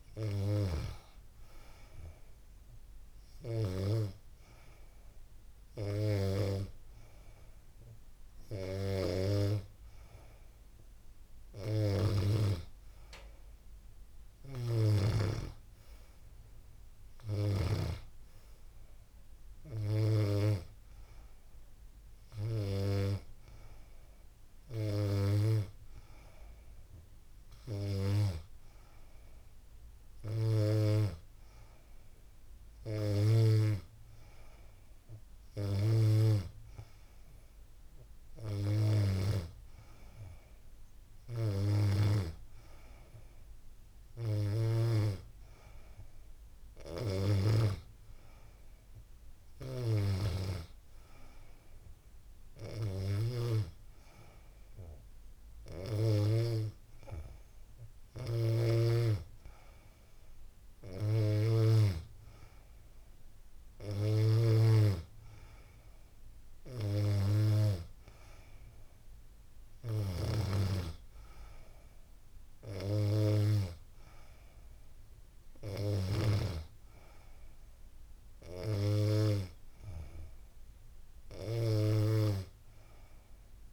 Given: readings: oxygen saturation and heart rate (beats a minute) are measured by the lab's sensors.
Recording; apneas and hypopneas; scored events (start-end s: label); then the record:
breathing in sleep by a room microphone; none
none scored
From the record:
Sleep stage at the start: N2 (light sleep); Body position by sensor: on the back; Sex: female